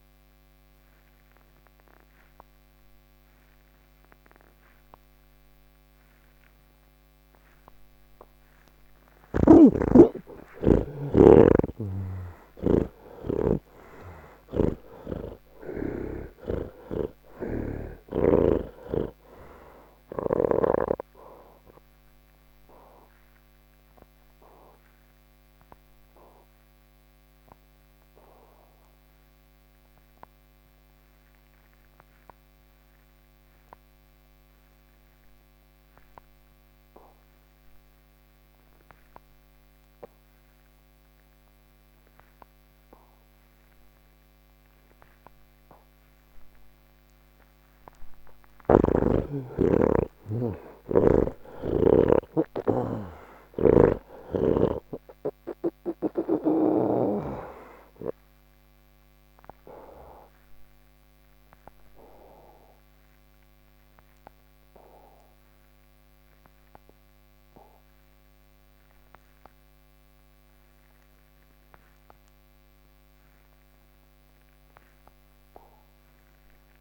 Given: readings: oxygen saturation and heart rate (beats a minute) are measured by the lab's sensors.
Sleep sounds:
breathing in sleep by a microphone on the trachea; none
0.00-41.50 s: oxygen desaturation (device-marked, oxygen 71% lowest)
9.00-16.00 s: snoring (device-marked)
43.50-76.50 s: oxygen desaturation (device-marked, oxygen 98% before, 77% lowest, heart rate 106 before, 41 extreme)
53.00-57.00 s: snoring (device-marked)
From the record:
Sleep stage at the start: N1 (lightest sleep); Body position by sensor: on the back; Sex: male

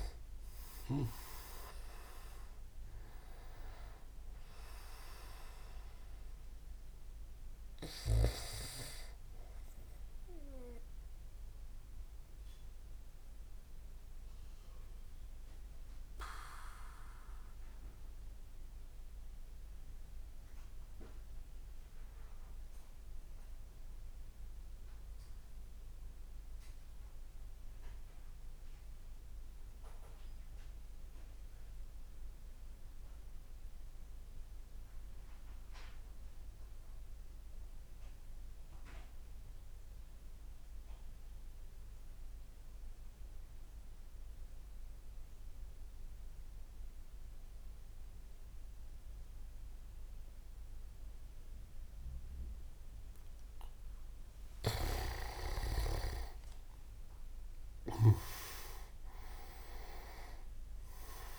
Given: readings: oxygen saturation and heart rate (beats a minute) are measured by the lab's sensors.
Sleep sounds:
breathing in sleep by a room microphone; 1
0.00-13.50 s: oxygen desaturation (device-marked, oxygen 94% lowest)
11.00-53.00 s: mixed apnea (oxygen 99% before, 93% lowest)
48.50-61.39 s: oxygen desaturation (device-marked, oxygen 99% before, 93% lowest)
54.50-58.00 s: snoring (device-marked)
55.50-59.50 s: arousal
From the record:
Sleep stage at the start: N2 (light sleep); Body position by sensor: on the back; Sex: male

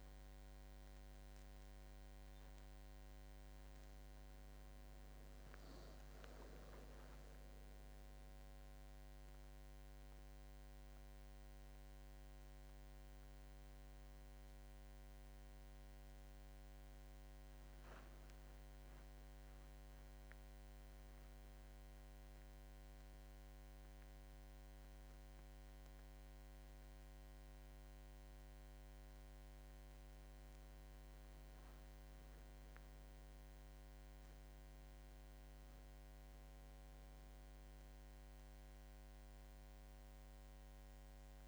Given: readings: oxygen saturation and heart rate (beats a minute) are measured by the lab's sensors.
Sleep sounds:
a person awake in a sleep study, hard to hear, by a microphone on the trachea; none
none scored
From the record:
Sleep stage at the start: awake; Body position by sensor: on the back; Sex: male

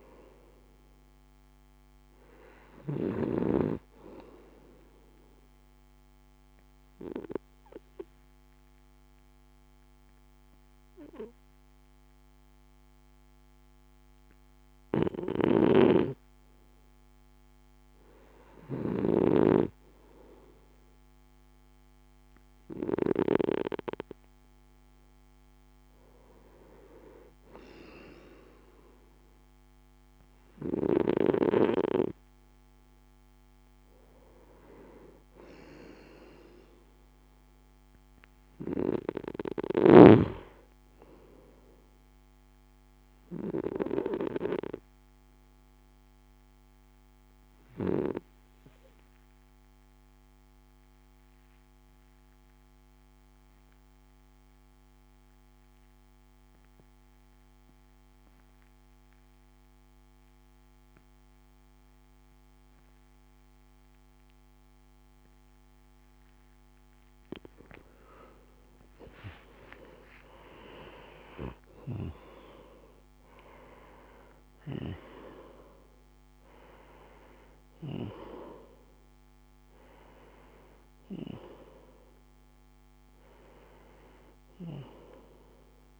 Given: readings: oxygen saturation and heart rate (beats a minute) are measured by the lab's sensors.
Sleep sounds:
breathing in sleep by a microphone on the trachea; 2
0.00-21.50 s: oxygen desaturation (device-marked, oxygen 92% lowest, heart rate 54 extreme)
4.50-16.00 s: obstructive apnea (oxygen 97% before, 90% lowest, heart rate 59 before, 54 extreme, up 5 after)
21.50-26.00 s: arousal
43.00-66.00 s: obstructive apnea (oxygen 96% before, 87% lowest, heart rate 58 before, 56 extreme, up 8 after)
61.50-86.00 s: new sleep stage, REM sleep
65.50-86.00 s: oxygen desaturation (device-marked, oxygen 95% before, 87% lowest, heart rate 57 before, 54 extreme)
68.00-72.50 s: arousal
From the record:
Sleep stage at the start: N2 (light sleep); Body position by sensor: on the right side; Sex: male

